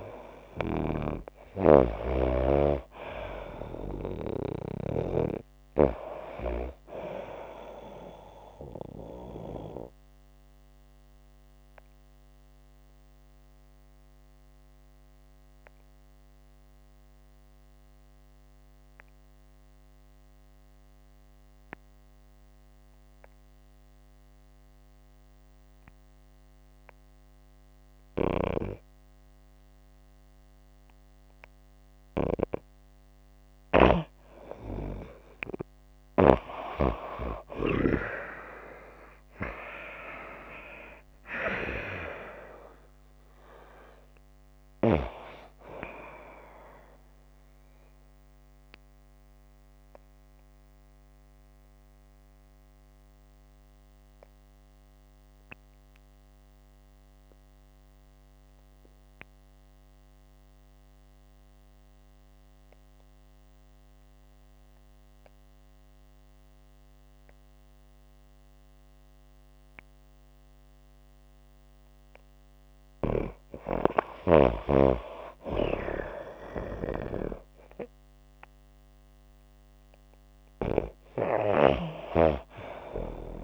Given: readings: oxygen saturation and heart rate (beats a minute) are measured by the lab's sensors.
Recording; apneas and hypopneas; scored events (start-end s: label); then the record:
breathing in sleep by a microphone on the trachea; 2
0.00-5.50 s: oxygen desaturation (device-marked, oxygen 90% lowest, heart rate 70 extreme)
9.50-30.50 s: obstructive apnea (oxygen 95% before, 90% lowest, heart rate 118 before, 56 extreme)
27.50-36.50 s: snoring (device-marked)
30.50-42.50 s: oxygen desaturation (device-marked, oxygen 96% before, 90% lowest, heart rate 107 before, 56 extreme)
32.50-38.00 s: arousal
49.00-72.50 s: obstructive apnea (oxygen 96% before, 89% lowest, heart rate 113 before, 53 extreme, up 19 after)
70.50-83.44 s: oxygen desaturation (device-marked, oxygen 96% before, 91% lowest, heart rate 100 before, 55 extreme)
75.00-79.50 s: arousal
From the record:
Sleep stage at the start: N2 (light sleep); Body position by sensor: on the back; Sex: female